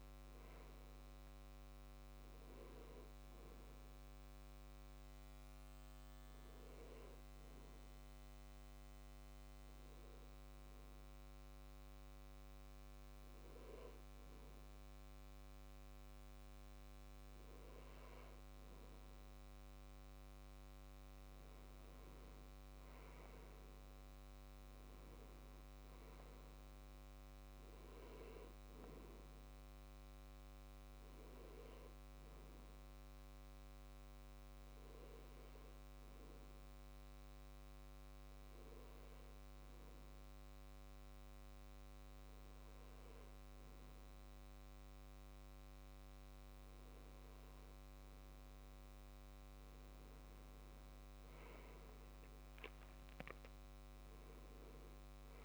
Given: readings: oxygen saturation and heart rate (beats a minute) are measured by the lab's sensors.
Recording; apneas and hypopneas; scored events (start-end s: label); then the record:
breathing in sleep, hard to hear, by a microphone on the trachea; 2
5.50-18.50 s: hypopnea (oxygen 98% before, 97% lowest, heart rate 74 before, 64 extreme, up 10 after)
22.50-26.00 s: arousal
32.50-47.50 s: hypopnea (oxygen 98% before, 96% lowest, heart rate 73 before, 65 extreme, up 12 after)
51.00-55.44 s: arousal
From the record:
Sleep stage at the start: N2 (light sleep); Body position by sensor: on the left side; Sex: male